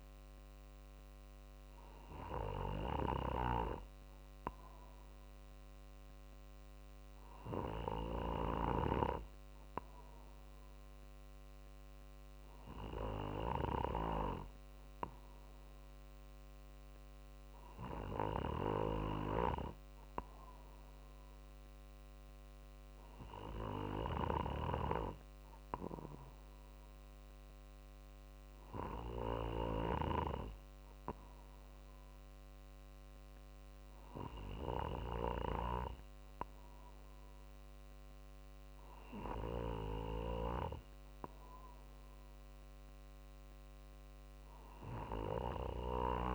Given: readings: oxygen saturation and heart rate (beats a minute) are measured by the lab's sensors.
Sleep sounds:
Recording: breathing in sleep by a microphone on the trachea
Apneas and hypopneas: none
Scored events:
none scored
From the record:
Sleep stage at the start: N2 (light sleep)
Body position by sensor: on the right side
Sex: male

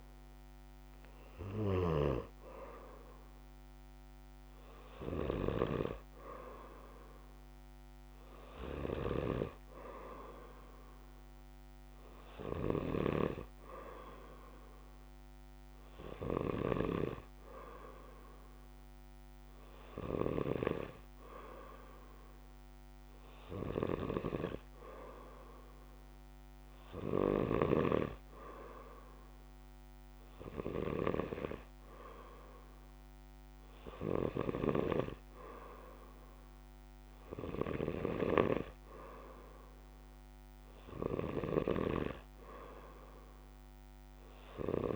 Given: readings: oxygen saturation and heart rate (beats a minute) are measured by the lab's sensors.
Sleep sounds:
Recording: breathing in sleep by a microphone on the trachea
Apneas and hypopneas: none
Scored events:
none scored
From the record:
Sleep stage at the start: N2 (light sleep)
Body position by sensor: on the back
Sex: male

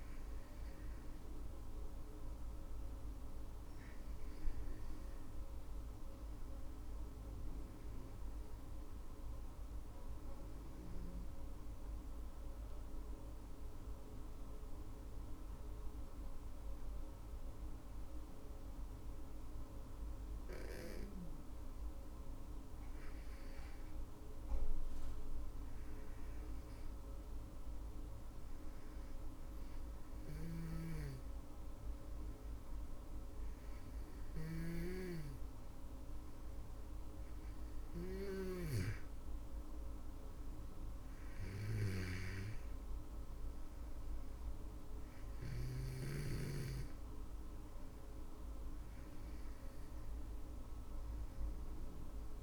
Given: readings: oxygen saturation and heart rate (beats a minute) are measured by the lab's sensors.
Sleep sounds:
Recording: breathing in sleep by a room microphone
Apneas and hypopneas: 1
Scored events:
8.00-20.50 s: obstructive apnea (oxygen 99% before, 96% lowest, heart rate 58 before, 54 extreme, up 19 after)
22.00-26.50 s: arousal
From the record:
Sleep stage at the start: N2 (light sleep)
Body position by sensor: on the back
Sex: female

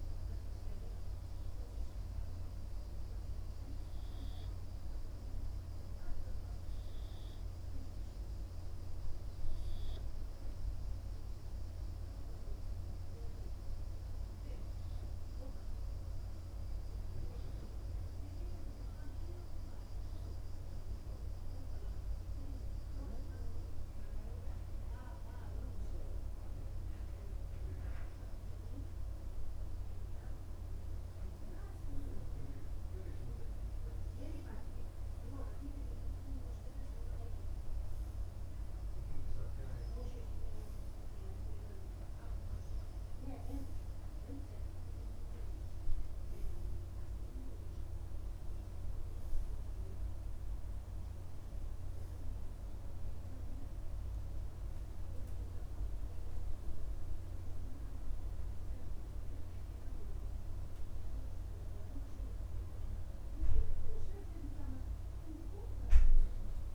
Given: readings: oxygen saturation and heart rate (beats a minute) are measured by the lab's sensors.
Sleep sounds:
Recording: breathing in sleep by a room microphone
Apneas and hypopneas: 1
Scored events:
12.50-32.00 s: hypopnea (oxygen 98% before, 89% lowest, heart rate 38 before, 31 extreme, up 1 after)
34.50-39.50 s: arousal
From the record:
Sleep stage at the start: N2 (light sleep)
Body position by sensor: on the right side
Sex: male

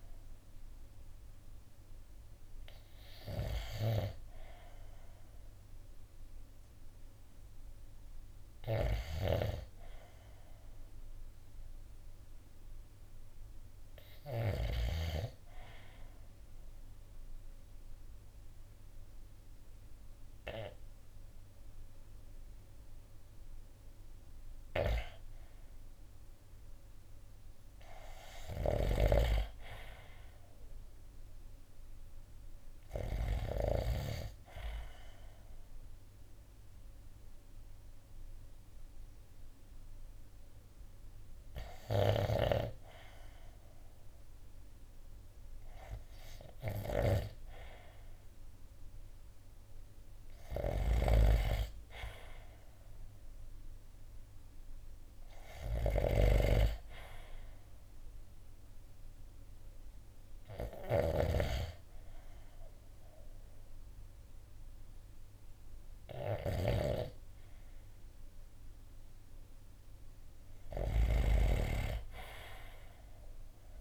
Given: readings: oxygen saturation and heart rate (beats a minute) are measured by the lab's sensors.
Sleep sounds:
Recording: breathing in sleep by a room microphone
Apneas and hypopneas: 2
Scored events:
0.50-12.50 s: oxygen desaturation (device-marked, oxygen 93% before, 82% lowest, heart rate 63 before, 53 extreme)
8.00-14.50 s: snoring (device-marked)
14.50-24.50 s: obstructive apnea (oxygen 98% before, 91% lowest, heart rate 57 before, 48 extreme, up 4 after)
26.50-30.00 s: arousal
28.00-33.00 s: snoring (device-marked)
35.00-49.50 s: hypopnea (oxygen 98% before, 91% lowest, heart rate 56 before, 48 extreme, up 12 after)
41.50-73.81 s: snoring (device-marked)
49.50-58.50 s: oxygen desaturation (device-marked, oxygen 94% before, 91% lowest, heart rate 54 before, 55 extreme)
51.00-54.50 s: arousal
From the record:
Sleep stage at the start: N2 (light sleep)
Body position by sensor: on the right side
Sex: male

